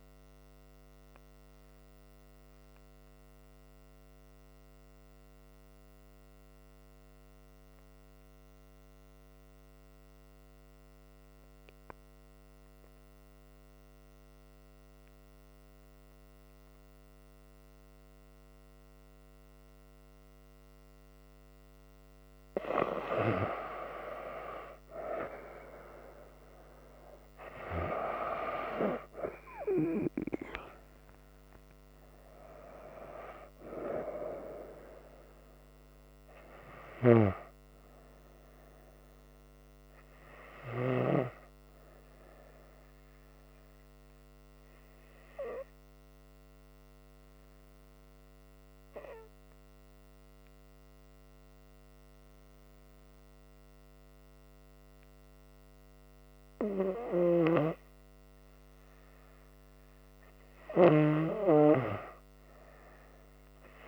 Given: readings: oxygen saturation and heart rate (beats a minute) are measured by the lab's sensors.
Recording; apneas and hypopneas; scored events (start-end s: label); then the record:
breathing in sleep by a microphone on the trachea; 2
2.00-21.50 s: obstructive apnea (oxygen 99% before, 94% lowest, heart rate 69 before, 62 extreme, up 5 after)
8.50-16.50 s: oxygen desaturation (device-marked, oxygen 97% before, 94% lowest, heart rate 67 before, 65 extreme)
26.50-31.50 s: arousal
47.50-58.00 s: obstructive apnea (oxygen 98% before, 95% lowest, heart rate 68 before, 65 extreme, up 4 after)
52.50-57.50 s: oxygen desaturation (device-marked, oxygen 98% before, 95% lowest, heart rate 67 before, 67 extreme)
60.00-63.50 s: arousal
From the record:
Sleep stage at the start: N2 (light sleep); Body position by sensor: on the front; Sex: female